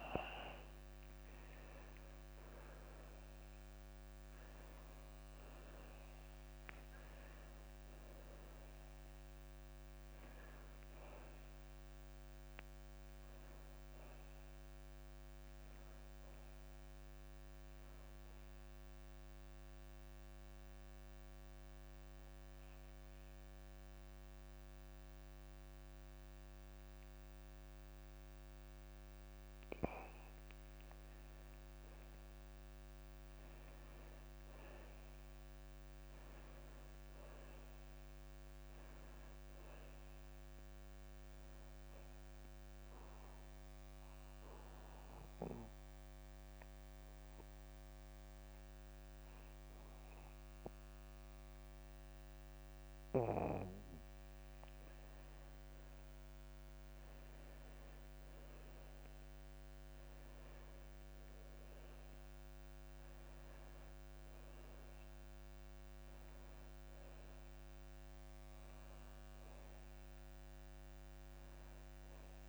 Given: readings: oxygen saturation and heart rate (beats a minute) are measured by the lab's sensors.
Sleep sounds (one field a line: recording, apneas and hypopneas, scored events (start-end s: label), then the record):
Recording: breathing in sleep, hard to hear, by a microphone on the trachea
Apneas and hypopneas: 2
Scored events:
20.00-30.50 s: central apnea (oxygen 98% before, 91% lowest)
25.50-72.49 s: new sleep stage, N2 (light sleep)
34.50-37.50 s: arousal
41.50-57.50 s: oxygen desaturation (device-marked, oxygen 97% before, 93% lowest)
43.50-56.50 s: obstructive apnea (oxygen 97% before, 91% lowest)
60.00-63.00 s: arousal
69.50-72.49 s: oxygen desaturation (device-marked, oxygen 96% before, 91% lowest)
From the record:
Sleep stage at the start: N1 (lightest sleep)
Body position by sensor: on the back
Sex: male